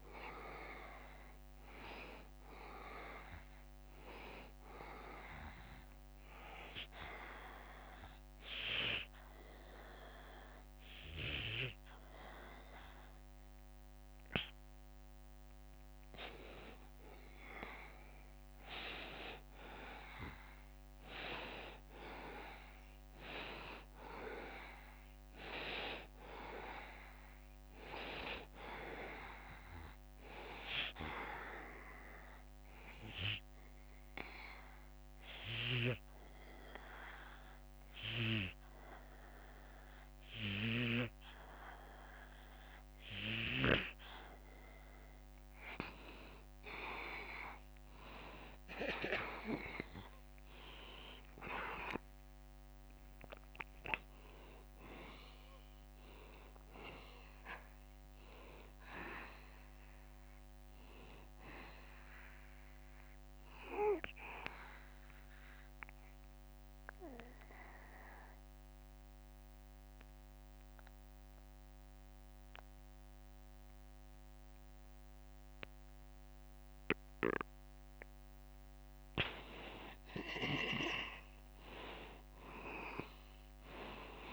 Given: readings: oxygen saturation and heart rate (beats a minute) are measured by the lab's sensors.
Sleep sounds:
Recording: breathing in sleep by a microphone on the trachea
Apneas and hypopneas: 3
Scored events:
8.00-18.00 s: obstructive apnea (oxygen 95% before, 90% lowest, heart rate 75 before, 73 extreme, up 2 after)
20.50-24.50 s: arousal
27.50-39.50 s: oxygen desaturation (device-marked, oxygen 94% before, 90% lowest, heart rate 74 before, 73 extreme)
32.00-45.50 s: hypopnea (oxygen 94% before, 88% lowest, heart rate 74 before, 73 extreme, up 2 after)
48.50-53.00 s: arousal
52.50-66.50 s: oxygen desaturation (device-marked, oxygen 95% before, 90% lowest, heart rate 73 before, 71 extreme)
65.50-79.00 s: obstructive apnea (oxygen 95% before, 88% lowest, heart rate 76 before, 71 extreme, up 3 after)
82.50-84.33 s: oxygen desaturation (device-marked, oxygen 95% before, 88% lowest, heart rate 73 before, 73 extreme)
From the record:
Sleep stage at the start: N2 (light sleep)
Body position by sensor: on the back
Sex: male

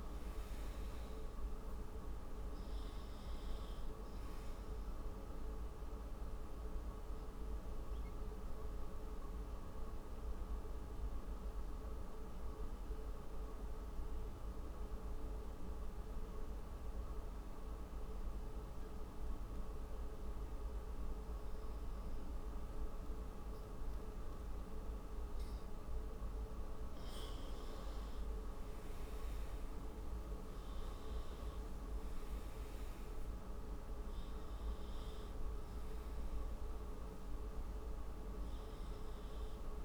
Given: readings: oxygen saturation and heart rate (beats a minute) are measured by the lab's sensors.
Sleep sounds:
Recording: breathing in sleep, hard to hear, by a room microphone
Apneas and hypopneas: 1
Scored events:
5.50-25.00 s: obstructive apnea (oxygen 99% before, 93% lowest)
27.00-31.50 s: arousal
From the record:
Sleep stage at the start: N2 (light sleep)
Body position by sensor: on the front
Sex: male

